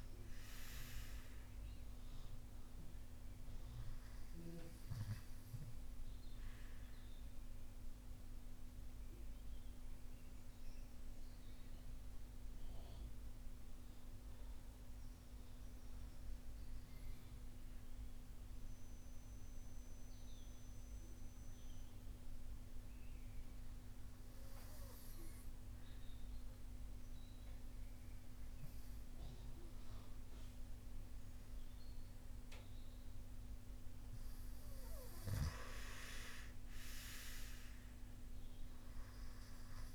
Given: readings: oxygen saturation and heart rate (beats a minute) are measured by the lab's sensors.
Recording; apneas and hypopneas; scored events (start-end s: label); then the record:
breathing in sleep by a room microphone; 1
6.50-31.50 s: obstructive apnea (oxygen 98% before, 90% lowest)
12.00-27.00 s: oxygen desaturation (device-marked, oxygen 95% before, 90% lowest)
34.50-39.00 s: arousal
From the record:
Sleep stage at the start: REM sleep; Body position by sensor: on the front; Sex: male